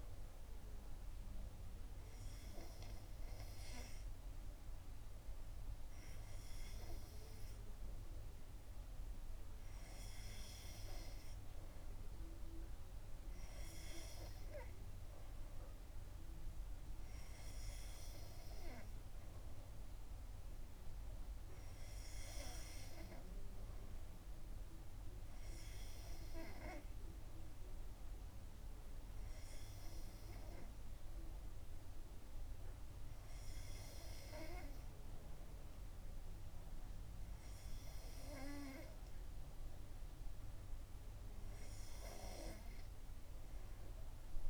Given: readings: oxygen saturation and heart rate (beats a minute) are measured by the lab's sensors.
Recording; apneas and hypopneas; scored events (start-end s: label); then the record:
breathing in sleep by a room microphone; none
none scored
From the record:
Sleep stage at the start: N2 (light sleep); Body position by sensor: on the back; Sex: female